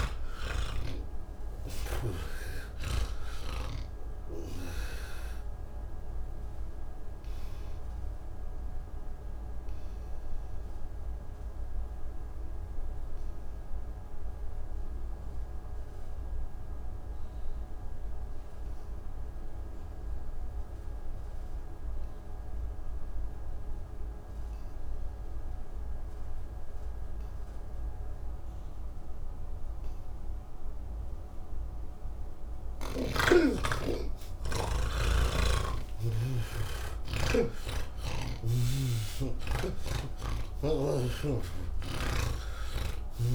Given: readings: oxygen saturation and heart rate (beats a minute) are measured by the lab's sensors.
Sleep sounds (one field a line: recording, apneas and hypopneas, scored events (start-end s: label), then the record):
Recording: breathing in sleep by a room microphone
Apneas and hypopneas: 1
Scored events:
0.00-4.50 s: snoring (device-marked)
5.50-32.00 s: obstructive apnea (oxygen 98% before, 80% lowest, heart rate 120 before, 33 extreme, up 38 after)
11.00-22.00 s: oxygen desaturation (device-marked, oxygen 96% before, 84% lowest, heart rate 99 before, 68 extreme)
24.00-43.35 s: oxygen desaturation (device-marked, oxygen 99% before, 80% lowest, heart rate 99 before, 60 extreme)
37.50-41.00 s: snoring (device-marked)
From the record:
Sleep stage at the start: N3 (deep sleep)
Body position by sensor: on the back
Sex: male